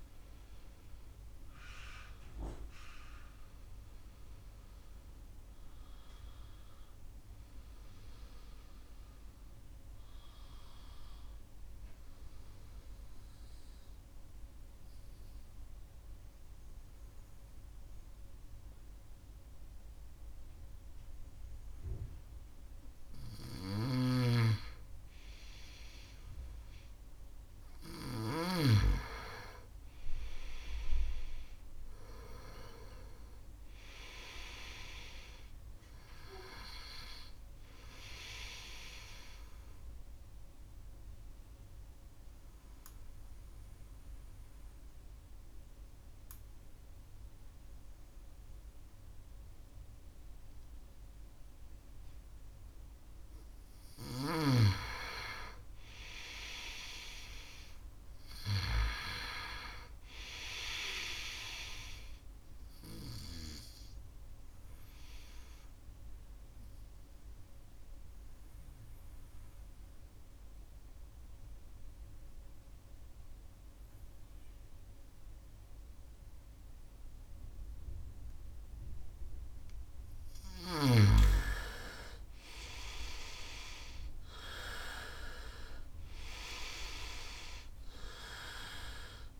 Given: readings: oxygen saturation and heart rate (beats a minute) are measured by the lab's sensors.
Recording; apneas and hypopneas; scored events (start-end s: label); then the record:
breathing in sleep by a room microphone; 3
0.00-16.50 s: oxygen desaturation (device-marked, oxygen 92% lowest, heart rate 70 extreme)
9.00-24.00 s: obstructive apnea (oxygen 96% before, 92% lowest, heart rate 72 before, 67 extreme, up 5 after)
23.50-28.50 s: snoring (device-marked)
26.50-30.50 s: arousal
33.50-54.50 s: oxygen desaturation (device-marked, oxygen 97% before, 92% lowest, heart rate 72 before, 67 extreme)
40.00-52.00 s: obstructive apnea (oxygen 98% before, 90% lowest, heart rate 73 before, 67 extreme, up 5 after)
55.00-59.00 s: arousal
59.50-78.50 s: oxygen desaturation (device-marked, oxygen 97% before, 93% lowest, heart rate 69 before, 63 extreme)
64.50-79.00 s: obstructive apnea (oxygen 97% before, 90% lowest, heart rate 69 before, 63 extreme, up 5 after)
81.50-86.00 s: arousal
83.50-85.50 s: long interval between heartbeats (device-marked, heart rate 70 before, 64 extreme)
84.50-89.40 s: oxygen desaturation (device-marked, oxygen 97% before, 90% lowest, heart rate 70 before, 63 extreme)
From the record:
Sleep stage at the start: N2 (light sleep); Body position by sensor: on the right side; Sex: male